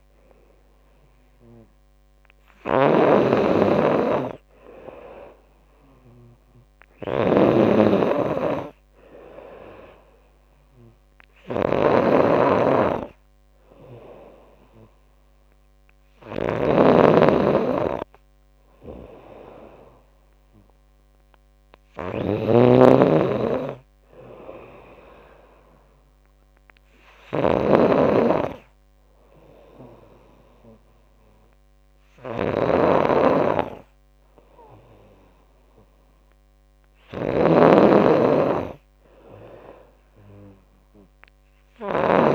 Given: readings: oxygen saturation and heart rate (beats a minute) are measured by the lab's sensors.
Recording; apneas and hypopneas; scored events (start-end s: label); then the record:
breathing in sleep by a microphone on the trachea; none
0.00-5.50 s: oxygen desaturation (device-marked, oxygen 91% lowest, heart rate 72 extreme)
0.00-42.35 s: snoring (device-marked)
37.50-40.50 s: arousal
From the record:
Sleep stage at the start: N2 (light sleep); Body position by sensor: on the back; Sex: female